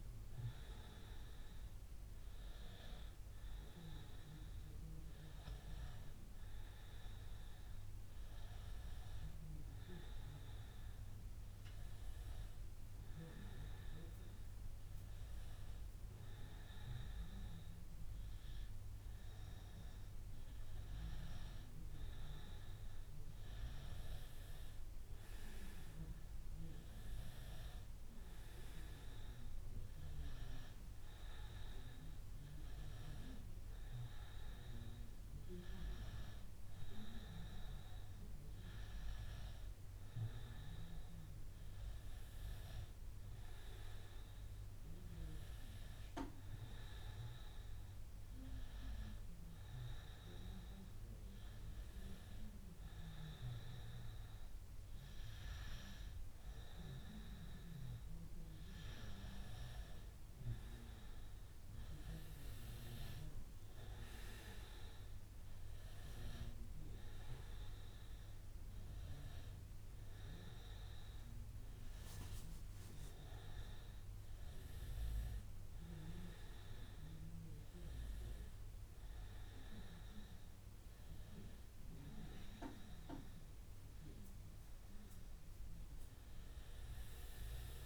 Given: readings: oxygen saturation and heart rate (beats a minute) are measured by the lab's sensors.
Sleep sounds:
a person partly awake in a sleep study, by a room microphone; 1
36.00-40.50 s: arousal
49.50-60.50 s: hypopnea (oxygen 95% before, 92% lowest, heart rate 99 before, 94 extreme, up 5 after)
64.00-87.86 s: new sleep stage, awake
From the record:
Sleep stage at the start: N1 (lightest sleep); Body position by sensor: on the back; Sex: male

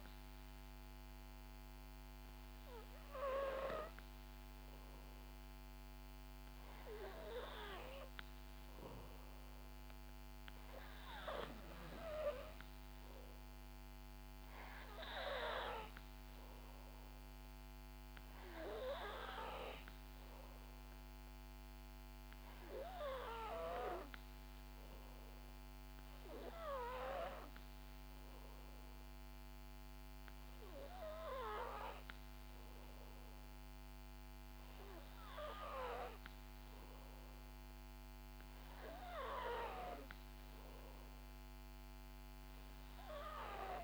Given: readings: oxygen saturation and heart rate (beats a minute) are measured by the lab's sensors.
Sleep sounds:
breathing in sleep by a microphone on the trachea; none
none scored
From the record:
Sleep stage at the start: N2 (light sleep); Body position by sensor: on the back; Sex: female

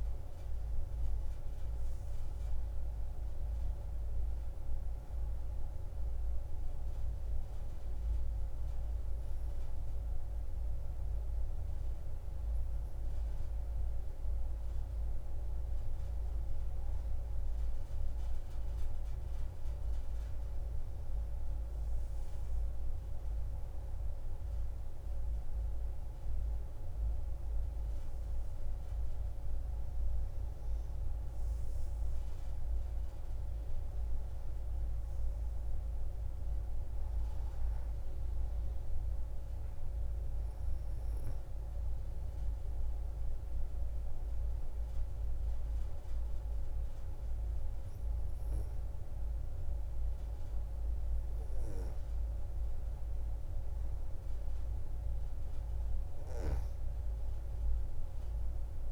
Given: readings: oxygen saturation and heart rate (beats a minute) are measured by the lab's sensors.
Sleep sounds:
breathing in sleep, hard to hear, by a room microphone; 2
0.00-8.00 s: oxygen desaturation (device-marked, oxygen 87% lowest)
6.00-16.50 s: central apnea (oxygen 93% before, 89% lowest)
19.00-23.50 s: arousal
27.00-37.00 s: oxygen desaturation (device-marked, oxygen 97% before, 93% lowest)
42.00-54.00 s: hypopnea (oxygen 97% before, 88% lowest)
From the record:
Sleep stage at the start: N2 (light sleep); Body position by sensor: on the back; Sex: female

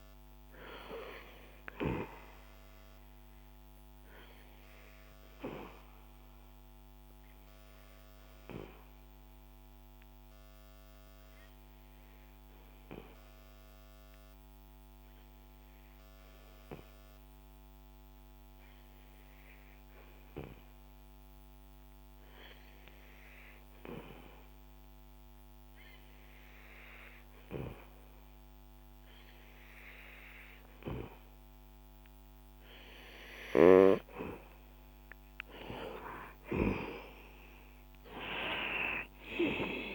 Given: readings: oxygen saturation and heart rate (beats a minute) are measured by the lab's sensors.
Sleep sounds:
breathing in sleep by a microphone on the trachea; 1
3.50-32.50 s: obstructive apnea (oxygen 98% before, 91% lowest, heart rate 60 before, 59 extreme, up 7 after)
7.00-21.00 s: oxygen desaturation (device-marked, oxygen 96% before, 92% lowest, heart rate 61 before, 60 extreme)
31.00-39.95 s: oxygen desaturation (device-marked, oxygen 97% before, 91% lowest, heart rate 61 before, 61 extreme)
35.00-39.95 s: arousal
From the record:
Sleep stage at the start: N2 (light sleep); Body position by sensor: on the back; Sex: male

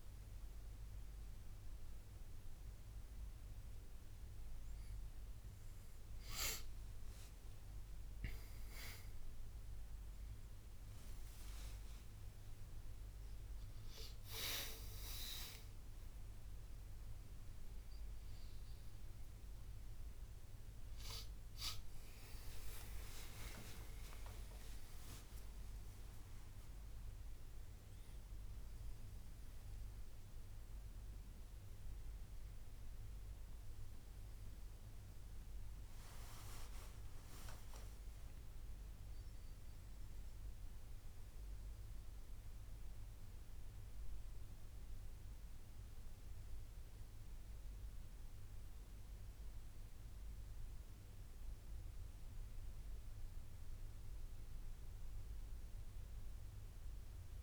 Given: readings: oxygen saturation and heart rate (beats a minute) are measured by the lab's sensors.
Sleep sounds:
a person awake in a sleep study, by a room microphone; none
15.50-45.50 s: new sleep stage, awake
45.50-57.43 s: new sleep stage, N1 (lightest sleep)
From the record:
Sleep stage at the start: N1 (lightest sleep); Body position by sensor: on the back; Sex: male

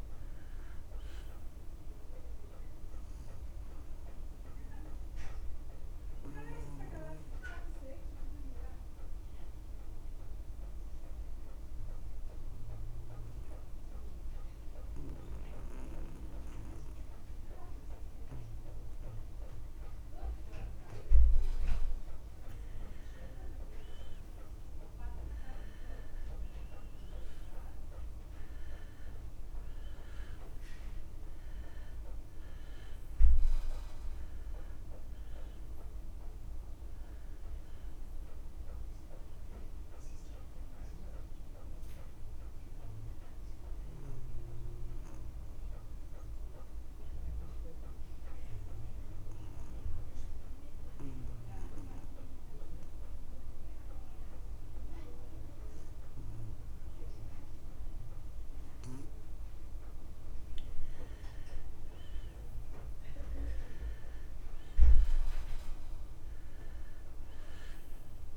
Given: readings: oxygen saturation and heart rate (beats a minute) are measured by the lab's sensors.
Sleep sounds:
breathing in sleep by a room microphone; 2
0.00-23.00 s: oxygen desaturation (device-marked, oxygen 91% lowest, heart rate 54 extreme)
12.00-23.00 s: obstructive apnea (oxygen 97% before, 89% lowest, heart rate 58 before, 54 extreme, up 5 after)
25.00-29.50 s: arousal
37.00-61.00 s: oxygen desaturation (device-marked, oxygen 95% before, 89% lowest, heart rate 58 before, 53 extreme)
41.50-61.50 s: obstructive apnea (oxygen 95% before, 88% lowest, heart rate 58 before, 53 extreme, up 7 after)
63.00-66.00 s: arousal
From the record:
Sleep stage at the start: N2 (light sleep); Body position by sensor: on the back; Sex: male

